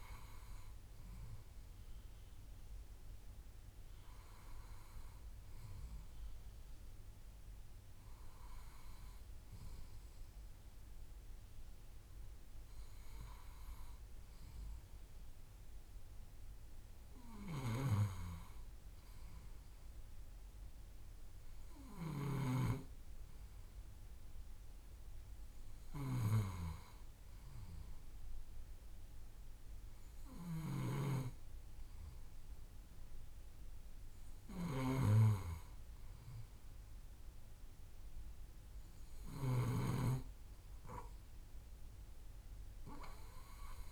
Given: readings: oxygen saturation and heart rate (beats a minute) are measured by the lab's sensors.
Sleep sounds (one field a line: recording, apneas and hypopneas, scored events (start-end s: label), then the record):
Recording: breathing in sleep by a room microphone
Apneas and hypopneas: none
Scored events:
none scored
From the record:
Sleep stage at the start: N2 (light sleep)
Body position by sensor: on the left side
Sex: male